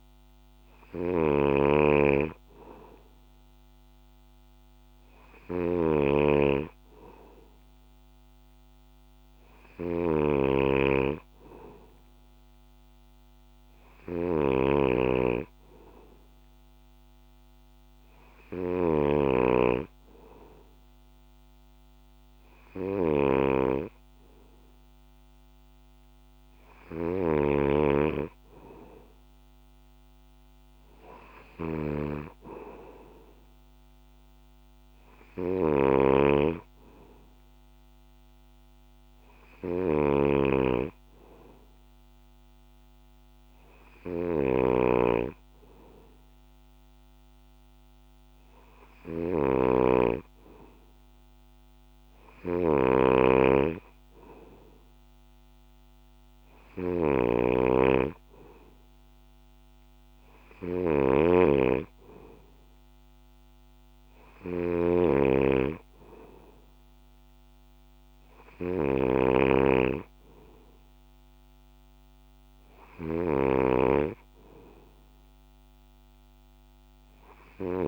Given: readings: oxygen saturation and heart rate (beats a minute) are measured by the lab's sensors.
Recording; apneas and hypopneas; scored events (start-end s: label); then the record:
breathing in sleep by a microphone on the trachea; none
0.00-77.88 s: snoring (device-marked)
From the record:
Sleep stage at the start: N2 (light sleep); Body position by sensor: on the back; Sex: male